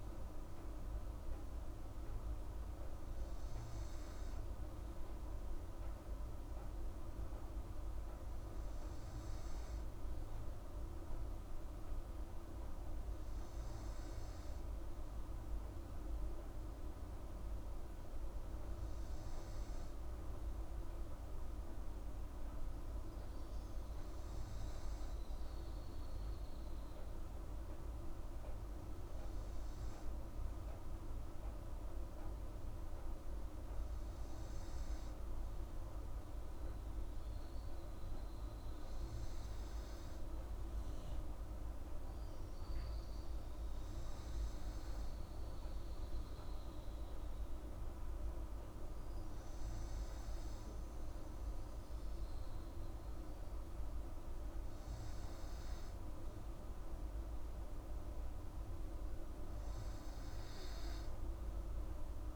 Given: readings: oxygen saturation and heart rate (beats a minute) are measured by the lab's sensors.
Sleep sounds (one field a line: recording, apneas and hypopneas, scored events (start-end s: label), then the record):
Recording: breathing in sleep, hard to hear, by a room microphone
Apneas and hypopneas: none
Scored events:
none scored
From the record:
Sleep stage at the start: N3 (deep sleep)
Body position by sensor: on the right side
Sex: female